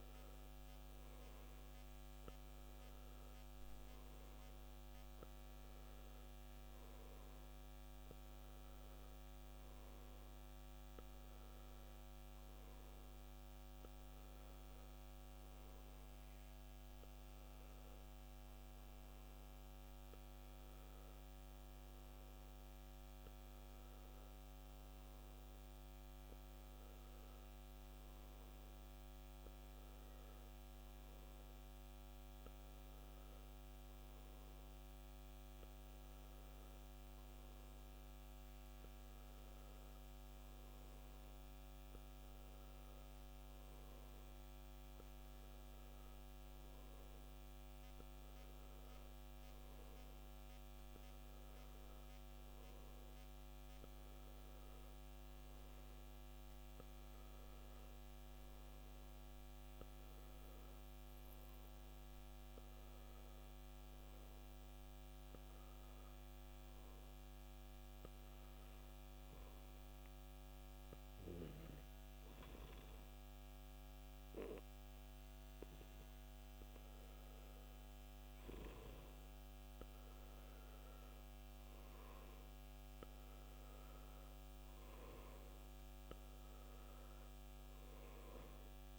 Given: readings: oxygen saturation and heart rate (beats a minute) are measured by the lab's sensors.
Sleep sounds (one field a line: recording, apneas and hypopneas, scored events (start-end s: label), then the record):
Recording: breathing in sleep, hard to hear, by a microphone on the trachea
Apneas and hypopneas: 1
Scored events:
0.00-30.50 s: oxygen desaturation (device-marked, oxygen 92% lowest, heart rate 55 extreme)
36.50-41.00 s: arousal
69.50-81.50 s: hypopnea (oxygen 96% before, 91% lowest, heart rate 64 before, 56 extreme, up 8 after)
84.50-88.99 s: arousal
From the record:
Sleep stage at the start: N2 (light sleep)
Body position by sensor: on the back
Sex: male